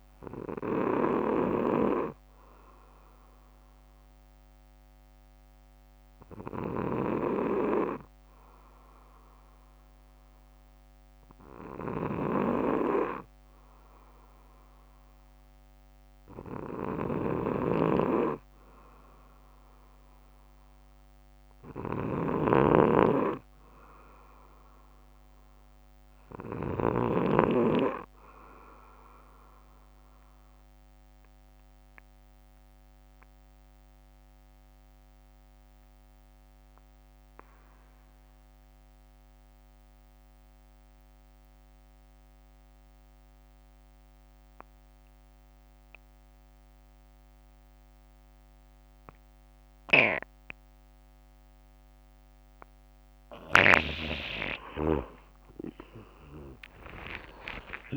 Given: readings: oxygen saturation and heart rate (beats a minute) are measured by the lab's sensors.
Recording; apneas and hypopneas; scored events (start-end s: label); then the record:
breathing in sleep by a microphone on the trachea; 2
2.50-15.00 s: obstructive apnea (oxygen 95% before, 92% lowest, heart rate 64 before, 58 extreme, up 10 after)
11.50-27.00 s: snoring (device-marked)
18.00-21.50 s: arousal
29.00-51.00 s: obstructive apnea (oxygen 95% before, 89% lowest, heart rate 64 before, 56 extreme, up 11 after)
35.00-42.00 s: bradycardia (device-marked, heart rate 63 before, 58 extreme)
55.50-57.97 s: arousal
56.00-57.97 s: oxygen desaturation (device-marked, oxygen 95% before, 92% lowest, heart rate 61 before, 62 extreme)
From the record:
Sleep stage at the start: N2 (light sleep); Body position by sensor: on the back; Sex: male